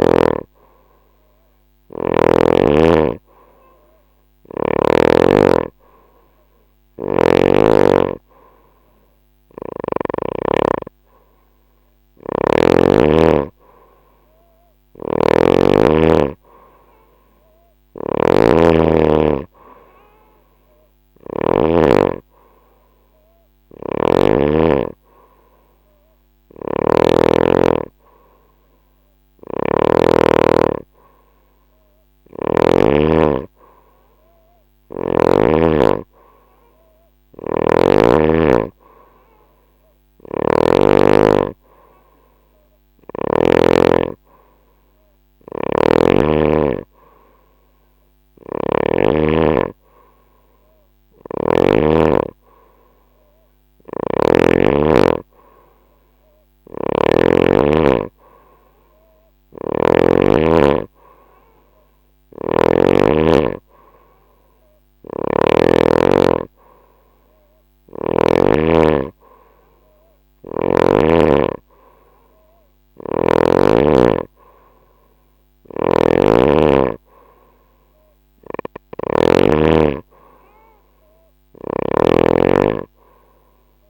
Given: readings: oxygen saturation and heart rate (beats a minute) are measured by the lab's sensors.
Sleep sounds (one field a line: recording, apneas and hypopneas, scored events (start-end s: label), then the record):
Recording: breathing in sleep by a microphone on the trachea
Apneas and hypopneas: none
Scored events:
6.00-9.50 s: snoring (device-marked)
14.00-21.00 s: snoring (device-marked)
23.00-26.50 s: snoring (device-marked)
28.50-32.00 s: snoring (device-marked)
36.50-43.00 s: snoring (device-marked)
47.50-51.00 s: snoring (device-marked)
53.00-59.50 s: snoring (device-marked)
61.50-65.00 s: snoring (device-marked)
72.00-81.50 s: snoring (device-marked)
From the record:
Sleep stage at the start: N2 (light sleep)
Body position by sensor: on the right side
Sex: female